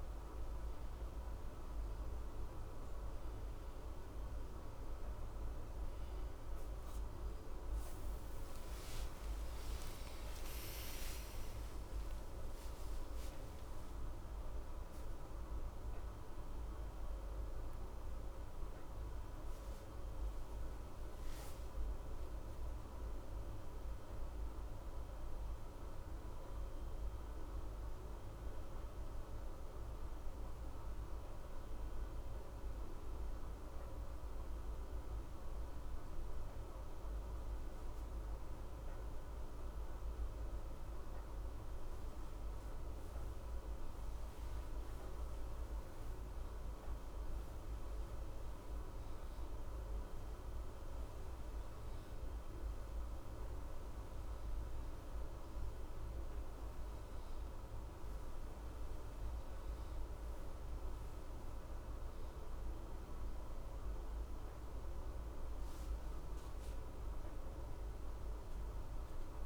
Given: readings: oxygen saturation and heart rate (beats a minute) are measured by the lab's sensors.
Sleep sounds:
a person partly awake in a sleep study, hard to hear, by a room microphone; none
18.00-26.00 s: oxygen desaturation (device-marked, oxygen 95% before, 92% lowest, heart rate 70 before, 61 extreme)
27.00-57.00 s: new sleep stage, N1 (lightest sleep)
57.00-69.46 s: new sleep stage, N2 (light sleep)
From the record:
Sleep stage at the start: awake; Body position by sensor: on the left side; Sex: male

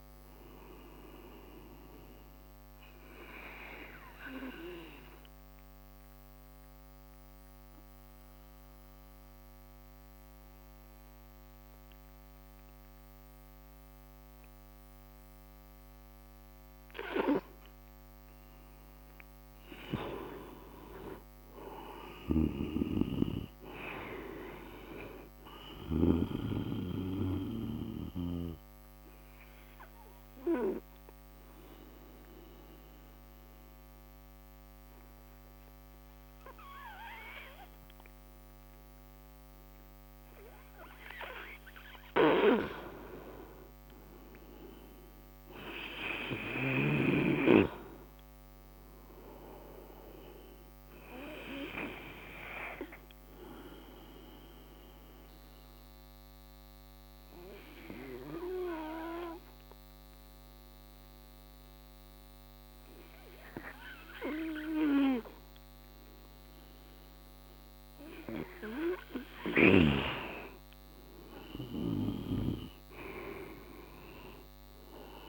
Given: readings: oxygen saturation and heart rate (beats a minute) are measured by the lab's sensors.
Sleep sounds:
breathing in sleep by a microphone on the trachea; 3
0.00-16.00 s: oxygen desaturation (device-marked, oxygen 89% lowest, heart rate 59 extreme)
3.50-18.00 s: obstructive apnea (oxygen 96% before, 89% lowest, heart rate 68 before, 59 extreme, up 22 after)
20.00-23.00 s: arousal
26.00-41.00 s: oxygen desaturation (device-marked, oxygen 97% before, 89% lowest, heart rate 69 before, 62 extreme)
28.00-42.00 s: obstructive apnea (oxygen 97% before, 89% lowest, heart rate 70 before, 63 extreme, up 13 after)
45.00-48.00 s: arousal
47.00-65.00 s: oxygen desaturation (device-marked, oxygen 97% before, 90% lowest, heart rate 68 before, 45 extreme)
53.50-68.50 s: obstructive apnea (oxygen 97% before, 90% lowest, heart rate 70 before, 45 extreme, up 10 after)
70.50-74.00 s: arousal
From the record:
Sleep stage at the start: N2 (light sleep); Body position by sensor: on the right side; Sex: male

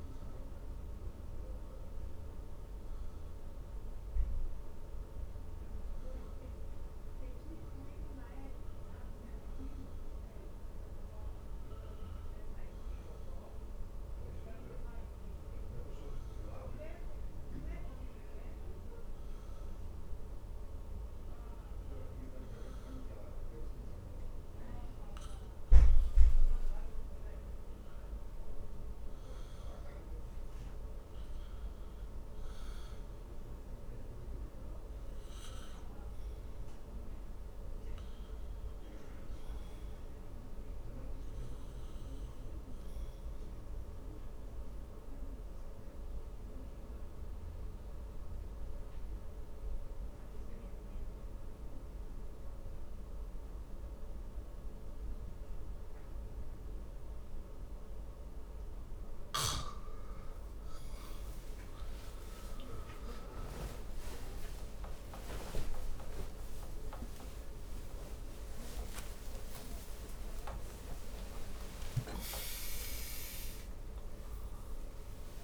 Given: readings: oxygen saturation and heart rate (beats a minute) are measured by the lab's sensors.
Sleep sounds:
breathing in sleep by a room microphone; 1
0.00-12.00 s: oxygen desaturation (device-marked, oxygen 87% lowest, heart rate 54 extreme)
4.00-64.00 s: new sleep stage, N2 (light sleep)
45.00-60.00 s: obstructive apnea (oxygen 98% before, 92% lowest, heart rate 57 before, 57 extreme)
64.00-75.44 s: new sleep stage, awake
From the record:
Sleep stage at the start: N1 (lightest sleep); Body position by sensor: on the back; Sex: male

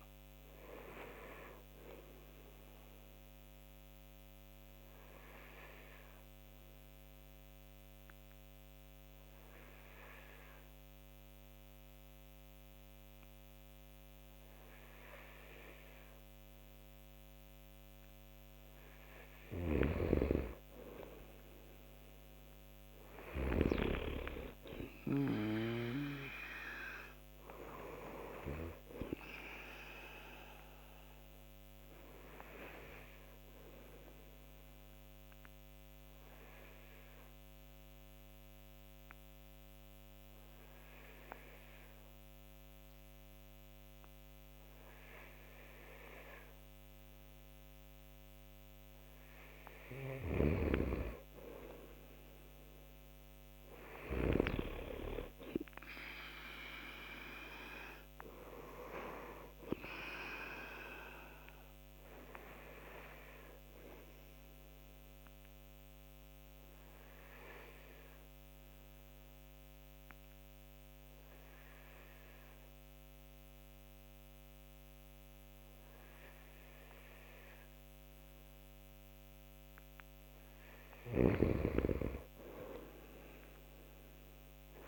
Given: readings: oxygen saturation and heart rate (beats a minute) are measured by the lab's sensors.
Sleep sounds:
breathing in sleep by a microphone on the trachea; 3
0.00-18.50 s: oxygen desaturation (device-marked, oxygen 90% lowest)
1.50-17.00 s: obstructive apnea (oxygen 95% before, 90% lowest)
19.00-23.00 s: arousal
19.00-23.00 s: snoring (device-marked)
28.50-48.00 s: obstructive apnea (oxygen 96% before, 90% lowest)
31.50-45.50 s: oxygen desaturation (device-marked, oxygen 96% before, 90% lowest)
49.50-54.00 s: snoring (device-marked)
50.00-52.50 s: arousal
53.50-77.50 s: oxygen desaturation (device-marked, oxygen 96% before, 90% lowest)
60.50-78.00 s: obstructive apnea (oxygen 96% before, 90% lowest)
80.50-83.50 s: arousal
80.50-84.88 s: snoring (device-marked)
From the record:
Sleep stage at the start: N2 (light sleep); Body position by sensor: on the right side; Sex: male

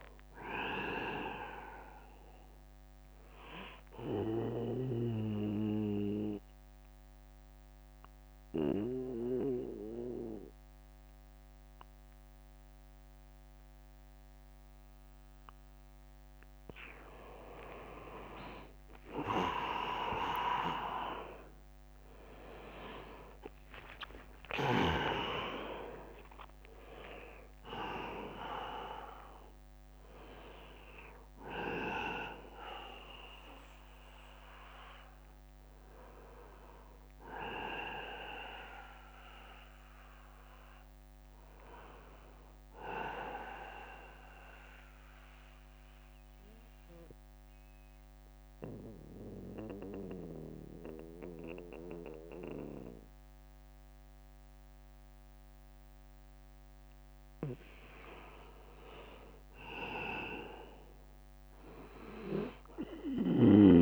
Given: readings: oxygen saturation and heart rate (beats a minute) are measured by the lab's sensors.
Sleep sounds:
breathing in sleep by a microphone on the trachea; 2
0.00-17.00 s: oxygen desaturation (device-marked, oxygen 94% lowest, heart rate 64 extreme)
4.00-16.00 s: mixed apnea (oxygen 100% before, 93% lowest, heart rate 75 before, 64 extreme, up 11 after)
20.50-22.50 s: long interval between heartbeats (device-marked, heart rate 78 before, 83 extreme)
21.00-25.50 s: arousal
22.00-34.00 s: drop in pulse transit time (device-marked, heart rate 79 before, 68 extreme)
27.00-29.00 s: long interval between heartbeats (device-marked, heart rate 82 before, 85 extreme)
28.00-33.00 s: oxygen desaturation (device-marked, oxygen 99% before, 95% lowest, heart rate 83 before, 50 extreme)
34.00-36.00 s: long interval between heartbeats (device-marked, heart rate 82 before, 64 extreme)
43.50-56.50 s: central apnea (oxygen 100% before, 90% lowest, heart rate 76 before, 50 extreme, up 24 after)
44.50-46.50 s: long interval between heartbeats (device-marked, heart rate 75 before, 73 extreme)
49.00-55.00 s: bradycardia (device-marked, heart rate 81 before, 50 extreme)
50.50-52.50 s: long interval between heartbeats (device-marked, heart rate 69 before, 63 extreme)
57.50-62.50 s: arousal
From the record:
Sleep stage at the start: N2 (light sleep); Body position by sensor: on the back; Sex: male

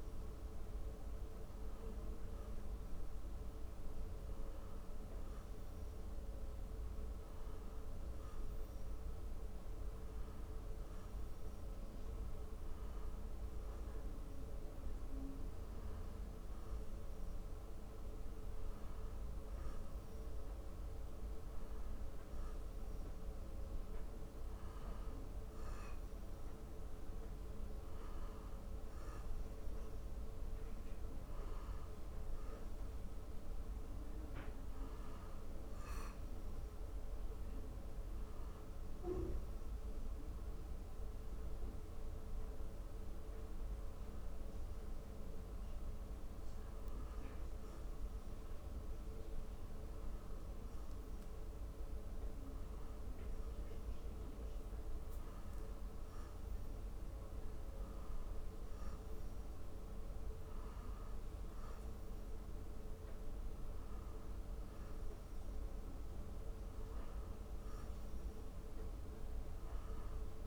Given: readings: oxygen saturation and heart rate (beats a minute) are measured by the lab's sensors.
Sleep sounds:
breathing in sleep, hard to hear, by a room microphone; none
none scored
From the record:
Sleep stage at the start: N1 (lightest sleep); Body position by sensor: on the back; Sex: male

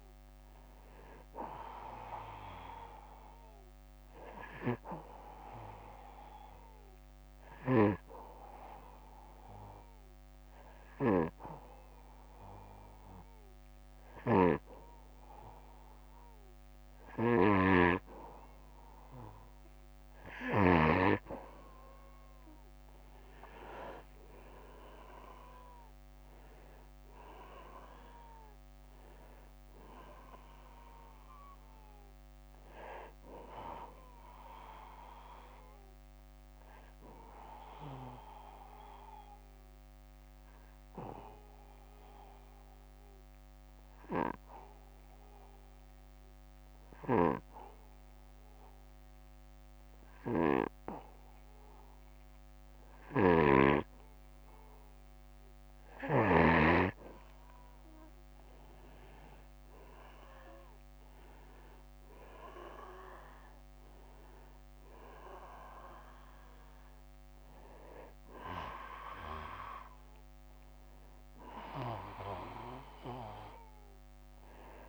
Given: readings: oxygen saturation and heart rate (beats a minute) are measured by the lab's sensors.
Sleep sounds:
breathing in sleep by a microphone on the trachea; 2
5.00-18.50 s: obstructive apnea (oxygen 98% before, 94% lowest, heart rate 61 before, 56 extreme, up 6 after)
10.00-20.00 s: snoring (device-marked)
23.50-28.00 s: arousal
36.50-54.50 s: obstructive apnea (oxygen 96% before, 92% lowest, heart rate 65 before, 56 extreme, up 10 after)
46.00-53.00 s: snoring (device-marked)
59.50-63.50 s: arousal
60.00-68.00 s: oxygen desaturation (device-marked, oxygen 97% before, 95% lowest, heart rate 58 before, 55 extreme)
From the record:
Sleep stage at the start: N2 (light sleep); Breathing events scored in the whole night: 243 in 4.0 hours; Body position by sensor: on the back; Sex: male

